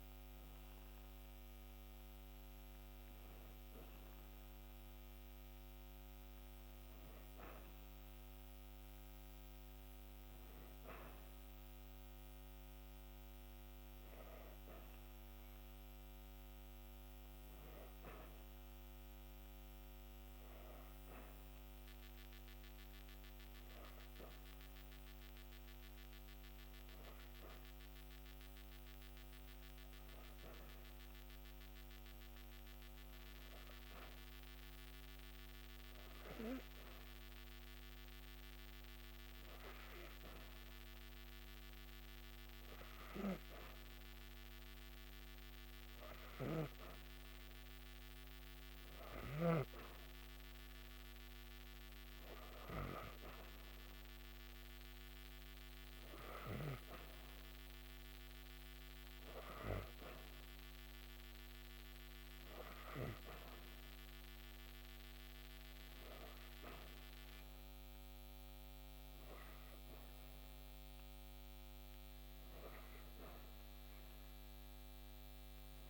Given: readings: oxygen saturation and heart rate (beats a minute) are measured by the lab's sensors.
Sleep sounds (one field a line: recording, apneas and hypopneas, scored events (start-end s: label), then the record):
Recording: breathing in sleep by a microphone on the trachea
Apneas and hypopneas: 1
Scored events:
20.50-41.50 s: hypopnea (oxygen 93% before, 90% lowest, heart rate 59 before, 48 extreme, up 4 after)
43.00-45.00 s: arousal
72.00-75.89 s: oxygen desaturation (device-marked, oxygen 94% before, 90% lowest, heart rate 57 before, 50 extreme)
From the record:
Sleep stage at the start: N2 (light sleep)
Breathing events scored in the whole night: 109 in 3.9 hours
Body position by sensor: on the back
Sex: female